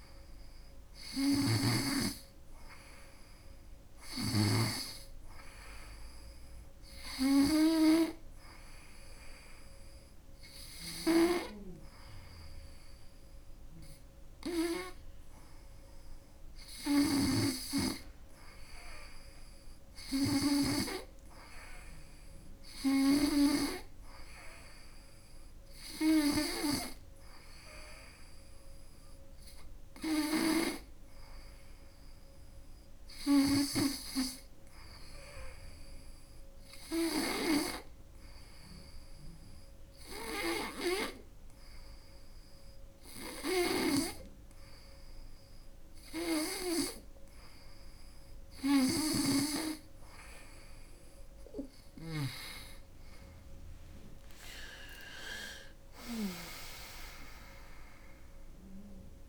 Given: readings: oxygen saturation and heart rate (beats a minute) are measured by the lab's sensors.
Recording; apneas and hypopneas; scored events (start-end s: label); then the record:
breathing in sleep by a room microphone; none
0.50-4.00 s: snoring (device-marked)
16.50-20.00 s: snoring (device-marked)
48.00-52.00 s: snoring (device-marked)
From the record:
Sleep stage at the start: N2 (light sleep); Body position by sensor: on the right side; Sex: female